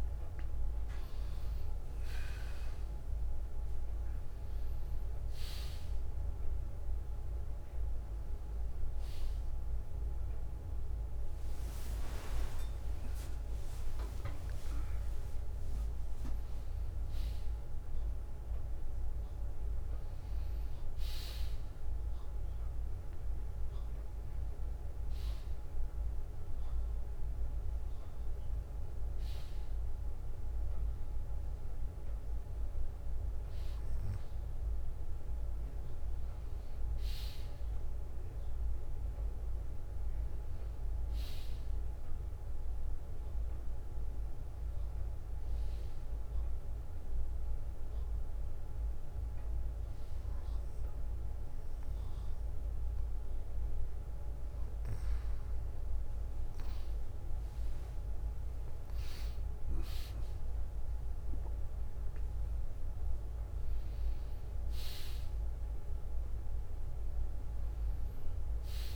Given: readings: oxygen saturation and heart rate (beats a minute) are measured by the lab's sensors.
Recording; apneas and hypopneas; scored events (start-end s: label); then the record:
a person partly awake in a sleep study, hard to hear, by a room microphone; none
30.00-68.96 s: new sleep stage, N1 (lightest sleep)
31.00-34.00 s: bradycardia (device-marked, heart rate 64 before, 60 extreme)
41.00-43.00 s: bradycardia (device-marked, heart rate 64 before, 61 extreme)
From the record:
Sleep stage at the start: awake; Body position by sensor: on the back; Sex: male